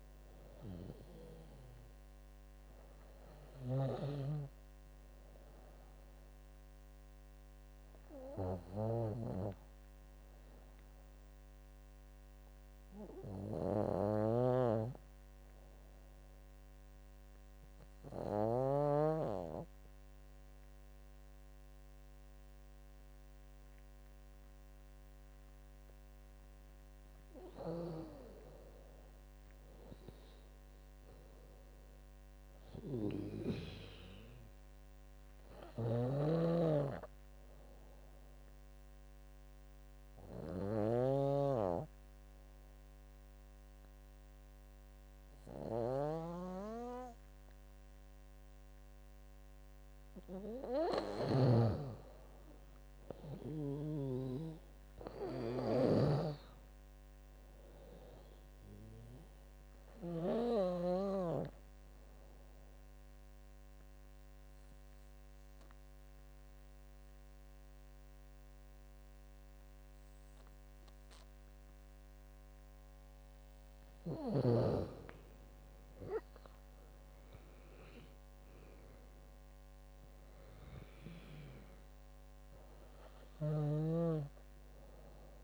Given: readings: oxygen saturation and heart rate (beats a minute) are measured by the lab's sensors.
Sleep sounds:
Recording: breathing in sleep by a microphone on the trachea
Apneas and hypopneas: 3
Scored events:
0.00-6.00 s: drop in pulse transit time (device-marked, heart rate 79 extreme)
0.00-13.00 s: oxygen desaturation (device-marked, oxygen 91% lowest, heart rate 74 extreme)
3.50-18.50 s: snoring (device-marked)
12.00-25.50 s: obstructive apnea (oxygen 98% before, 90% lowest, heart rate 83 before, 69 extreme, up 14 after)
26.00-50.00 s: oxygen desaturation (device-marked, oxygen 98% before, 90% lowest, heart rate 78 before, 69 extreme)
27.50-51.50 s: snoring (device-marked)
28.00-32.00 s: arousal
29.00-40.00 s: drop in pulse transit time (device-marked, heart rate 79 before, 78 extreme)
38.00-50.50 s: obstructive apnea (oxygen 98% before, 90% lowest, heart rate 85 before, 69 extreme, up 17 after)
52.50-56.50 s: arousal
53.00-64.00 s: drop in pulse transit time (device-marked, heart rate 78 before, 82 extreme)
56.00-60.50 s: snoring (device-marked)
57.00-71.00 s: oxygen desaturation (device-marked, oxygen 98% before, 93% lowest, heart rate 77 before, 72 extreme)
61.00-73.50 s: obstructive apnea (oxygen 98% before, 91% lowest, heart rate 78 before, 72 extreme, up 16 after)
75.50-78.50 s: arousal
76.00-85.44 s: drop in pulse transit time (device-marked, heart rate 80 before, 79 extreme)
80.00-85.44 s: oxygen desaturation (device-marked, oxygen 97% before, 91% lowest, heart rate 81 before, 72 extreme)
83.00-85.44 s: snoring (device-marked)
From the record:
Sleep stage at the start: N2 (light sleep)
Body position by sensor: on the back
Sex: female

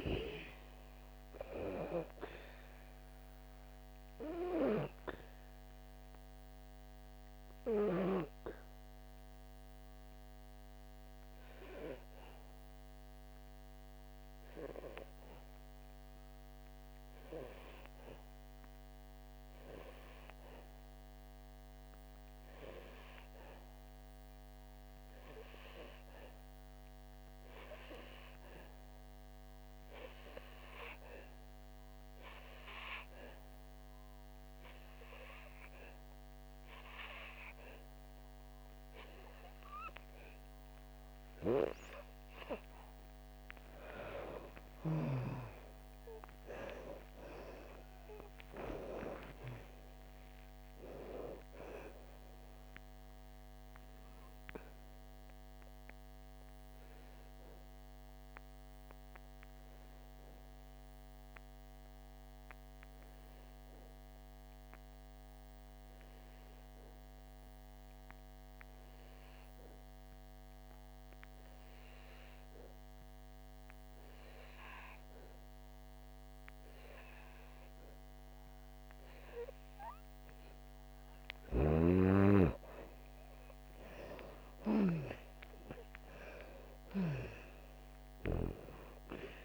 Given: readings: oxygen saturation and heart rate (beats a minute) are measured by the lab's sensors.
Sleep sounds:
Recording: breathing in sleep by a microphone on the trachea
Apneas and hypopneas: 2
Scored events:
0.00-13.00 s: oxygen desaturation (device-marked, oxygen 90% lowest, heart rate 55 extreme)
5.50-43.50 s: obstructive apnea (oxygen 98% before, 88% lowest, heart rate 67 before, 53 extreme, up 7 after)
19.00-29.00 s: oxygen desaturation (device-marked, oxygen 92% before, 88% lowest, heart rate 64 before, 59 extreme)
42.00-61.00 s: oxygen desaturation (device-marked, oxygen 97% before, 89% lowest, heart rate 62 before, 53 extreme)
45.50-49.50 s: arousal
55.00-80.50 s: obstructive apnea (oxygen 98% before, 89% lowest, heart rate 67 before, 53 extreme, up 12 after)
83.00-87.50 s: arousal
87.00-89.45 s: oxygen desaturation (device-marked, oxygen 98% before, 89% lowest, heart rate 60 before, 56 extreme)
From the record:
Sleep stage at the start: N2 (light sleep)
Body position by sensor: on the back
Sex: female

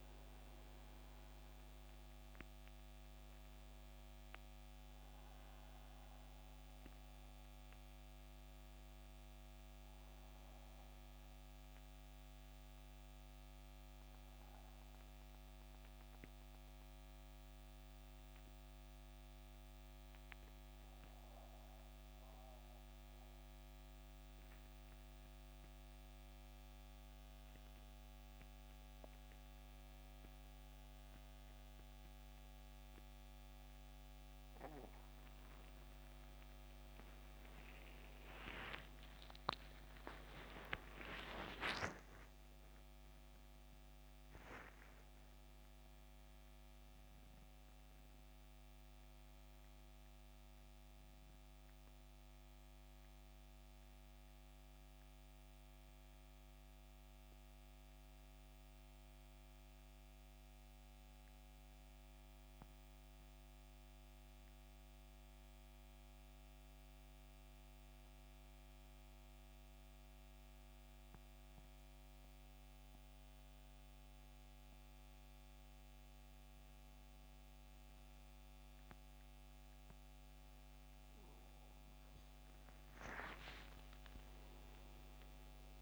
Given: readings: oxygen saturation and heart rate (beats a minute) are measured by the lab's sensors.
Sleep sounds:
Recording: breathing in sleep by a microphone on the trachea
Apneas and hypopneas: 2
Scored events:
0.00-24.00 s: oxygen desaturation (device-marked, oxygen 94% before, 89% lowest, heart rate 72 before, 65 extreme)
16.00-34.50 s: central apnea (oxygen 94% before, 87% lowest, heart rate 77 before, 65 extreme, up 18 after)
25.00-85.82 s: new sleep stage, N2 (light sleep)
38.50-43.00 s: arousal
50.00-69.00 s: oxygen desaturation (device-marked, oxygen 93% before, 87% lowest, heart rate 75 before, 63 extreme)
58.50-79.50 s: mixed apnea (oxygen 95% before, 87% lowest, heart rate 78 before, 63 extreme, up 11 after)
82.50-85.82 s: arousal
From the record:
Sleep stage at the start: REM sleep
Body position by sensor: on the back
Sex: male

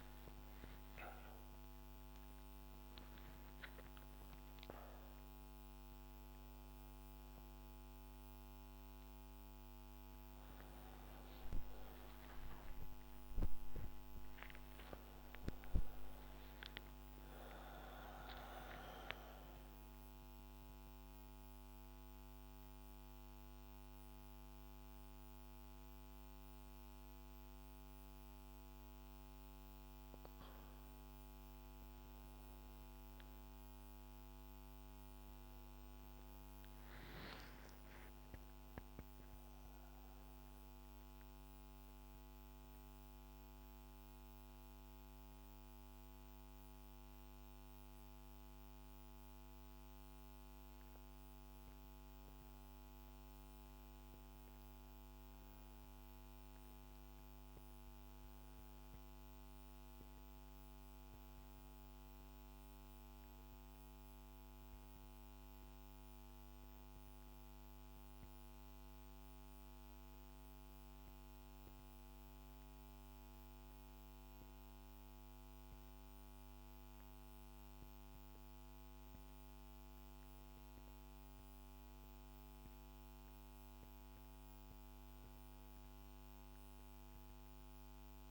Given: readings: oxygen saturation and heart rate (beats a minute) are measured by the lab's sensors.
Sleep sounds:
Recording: a person partly awake in a sleep study, hard to hear, by a microphone on the trachea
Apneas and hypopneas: 1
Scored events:
9.00-39.00 s: new sleep stage, awake
39.00-88.31 s: new sleep stage, N2 (light sleep)
39.50-50.50 s: central apnea (oxygen 100% before, 96% lowest, heart rate 76 before, 69 extreme, up 3 after)
53.50-58.00 s: arousal
From the record:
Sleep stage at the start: N2 (light sleep)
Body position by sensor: on the back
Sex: female

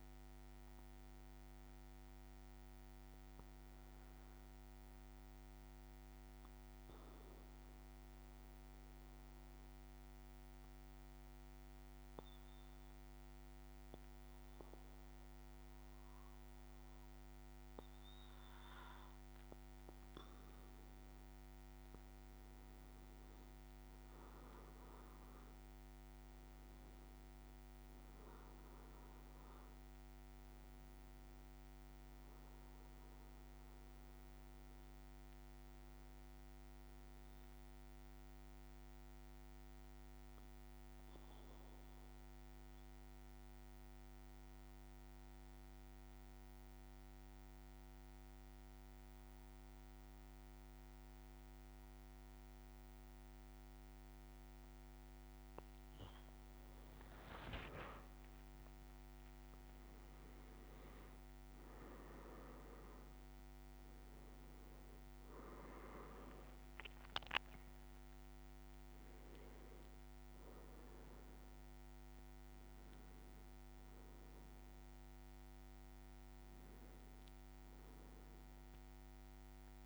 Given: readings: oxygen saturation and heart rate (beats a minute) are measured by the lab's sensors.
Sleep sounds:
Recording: breathing in sleep, hard to hear, by a microphone on the trachea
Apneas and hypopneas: 2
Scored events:
4.50-18.00 s: obstructive apnea (oxygen 98% before, 94% lowest, heart rate 55 before, 52 extreme, up 4 after)
21.50-26.50 s: arousal
25.50-48.50 s: oxygen desaturation (device-marked, oxygen 97% before, 94% lowest, heart rate 54 before, 51 extreme)
37.50-55.50 s: obstructive apnea (oxygen 97% before, 94% lowest, heart rate 57 before, 51 extreme, up 8 after)
57.50-63.50 s: arousal
From the record:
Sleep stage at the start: N2 (light sleep)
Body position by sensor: on the back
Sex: male

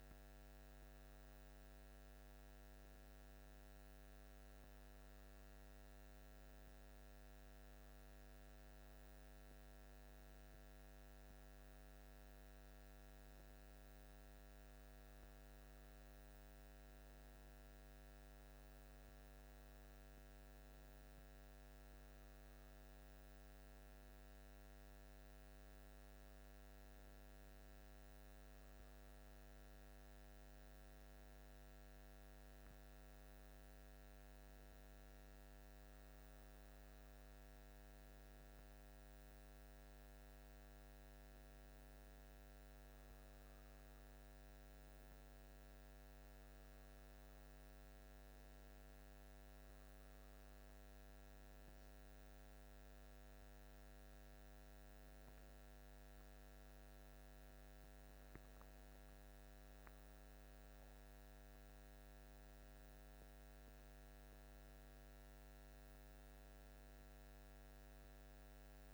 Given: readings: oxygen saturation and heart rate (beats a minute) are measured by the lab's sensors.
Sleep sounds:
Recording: breathing in sleep, hard to hear, by a microphone on the trachea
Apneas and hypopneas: none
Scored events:
none scored
From the record:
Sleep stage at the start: N1 (lightest sleep)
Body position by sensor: on the back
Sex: male

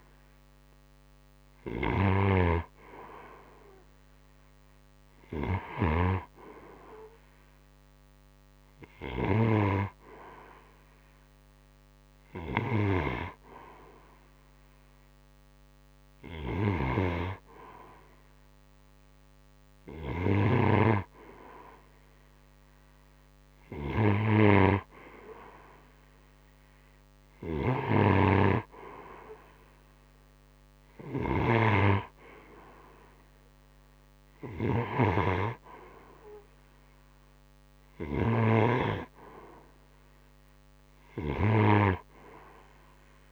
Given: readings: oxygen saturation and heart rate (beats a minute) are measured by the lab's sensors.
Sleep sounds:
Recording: breathing in sleep by a microphone on the trachea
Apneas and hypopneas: none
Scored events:
15.50-20.00 s: snoring (device-marked)
26.50-37.50 s: snoring (device-marked)
From the record:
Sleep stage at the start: N2 (light sleep)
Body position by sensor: on the right side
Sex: male

